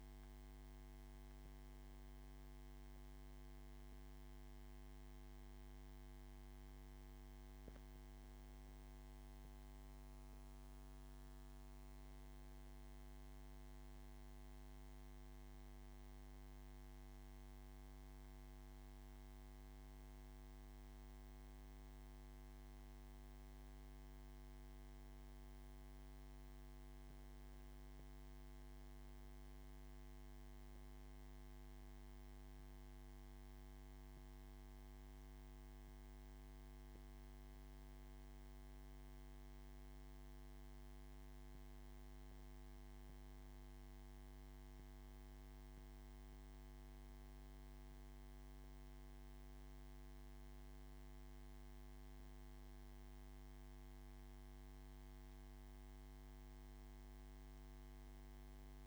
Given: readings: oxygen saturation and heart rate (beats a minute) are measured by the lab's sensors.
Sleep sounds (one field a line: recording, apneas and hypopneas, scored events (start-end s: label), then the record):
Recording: a person awake in a sleep study, hard to hear, by a microphone on the trachea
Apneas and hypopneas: none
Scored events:
none scored
From the record:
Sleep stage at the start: awake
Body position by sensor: on the back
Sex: male